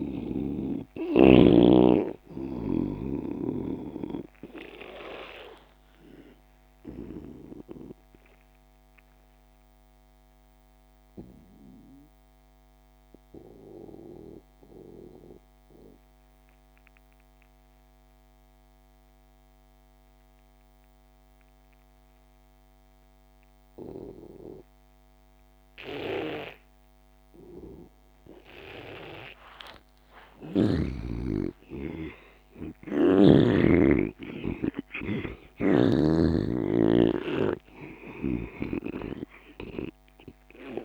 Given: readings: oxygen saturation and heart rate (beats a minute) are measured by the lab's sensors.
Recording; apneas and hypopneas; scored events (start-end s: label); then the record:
breathing in sleep by a microphone on the trachea; 1
0.00-16.50 s: oxygen desaturation (device-marked, oxygen 86% lowest)
3.00-28.00 s: obstructive apnea (oxygen 98% before, 83% lowest)
26.50-40.84 s: oxygen desaturation (device-marked, oxygen 98% before, 83% lowest)
30.00-34.00 s: arousal
From the record:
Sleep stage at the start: N2 (light sleep); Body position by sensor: on the back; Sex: male